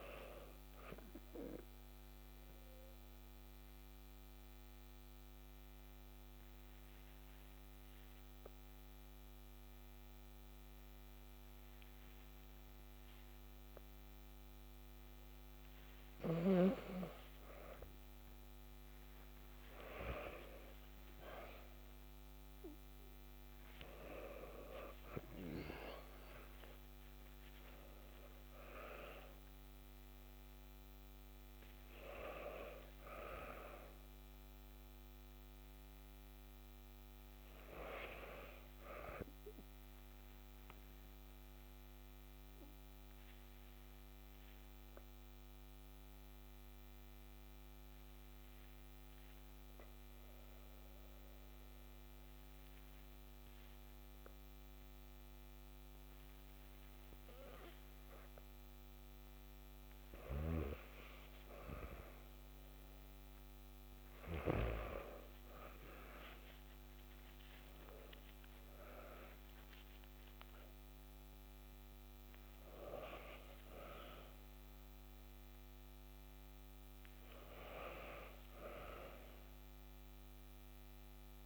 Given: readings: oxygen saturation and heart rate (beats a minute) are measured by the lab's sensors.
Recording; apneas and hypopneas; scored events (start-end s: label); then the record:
breathing in sleep by a microphone on the trachea; 2
1.50-18.00 s: obstructive apnea (oxygen 94% before, 93% lowest, heart rate 60 before, 56 extreme, up 2 after)
21.00-25.00 s: arousal
41.50-60.50 s: obstructive apnea (oxygen 96% before, 94% lowest, heart rate 59 before, 55 extreme, up 3 after)
60.00-64.50 s: snoring (device-marked)
66.50-70.50 s: arousal
From the record:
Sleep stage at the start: N2 (light sleep); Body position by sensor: on the back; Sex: female